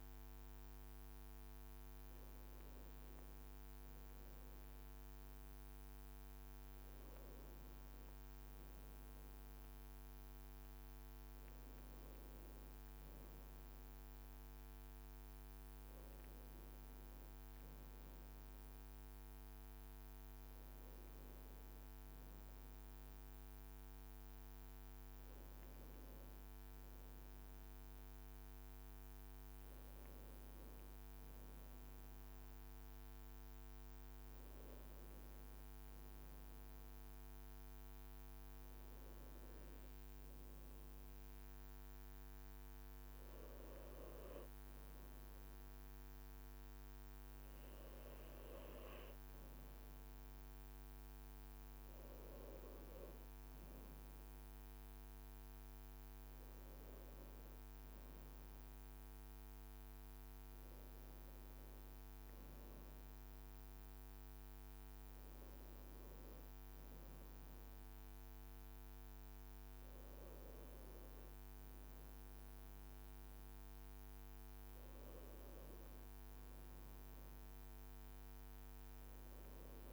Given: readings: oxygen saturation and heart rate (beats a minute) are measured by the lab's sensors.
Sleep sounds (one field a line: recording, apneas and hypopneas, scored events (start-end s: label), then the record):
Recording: breathing in sleep, hard to hear, by a microphone on the trachea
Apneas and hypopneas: none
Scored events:
0.00-4.50 s: leg movement (device-marked)
10.00-14.50 s: leg movement (device-marked)
44.00-49.00 s: leg movement (device-marked)
From the record:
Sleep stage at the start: N1 (lightest sleep)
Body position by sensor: on the back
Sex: male